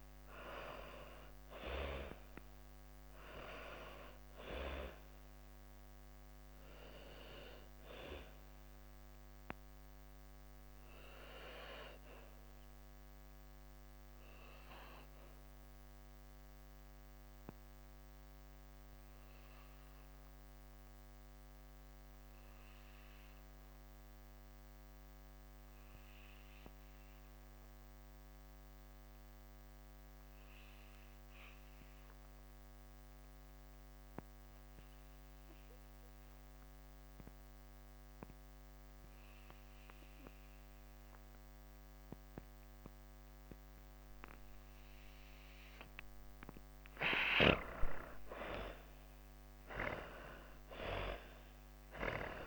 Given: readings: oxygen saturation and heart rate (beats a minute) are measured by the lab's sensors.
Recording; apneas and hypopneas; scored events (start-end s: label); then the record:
breathing in sleep by a microphone on the trachea; 1
0.00-24.00 s: oxygen desaturation (device-marked, oxygen 81% lowest)
7.50-43.50 s: obstructive apnea (oxygen 99% before, 81% lowest)
37.00-52.46 s: oxygen desaturation (device-marked, oxygen 99% before, 85% lowest)
46.50-52.00 s: arousal
From the record:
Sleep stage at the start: N2 (light sleep); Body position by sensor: on the back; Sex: female